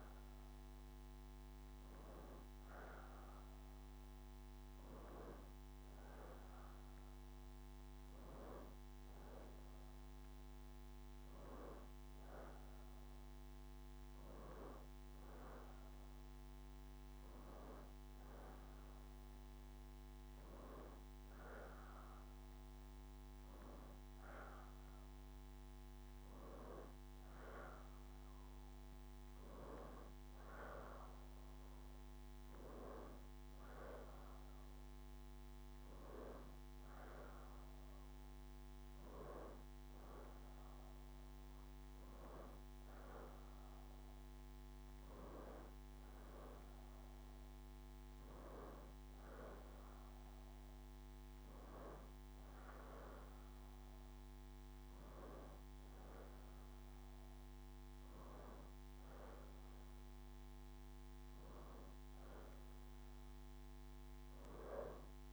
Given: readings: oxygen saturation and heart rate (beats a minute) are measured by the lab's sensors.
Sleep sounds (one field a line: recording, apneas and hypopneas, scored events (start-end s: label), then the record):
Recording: breathing in sleep by a microphone on the trachea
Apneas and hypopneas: none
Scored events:
15.00-17.00 s: long interval between heartbeats (device-marked, heart rate 73 before, 76 extreme)
21.00-65.33 s: new sleep stage, N2 (light sleep)
From the record:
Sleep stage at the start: N1 (lightest sleep)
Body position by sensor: on the left side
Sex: female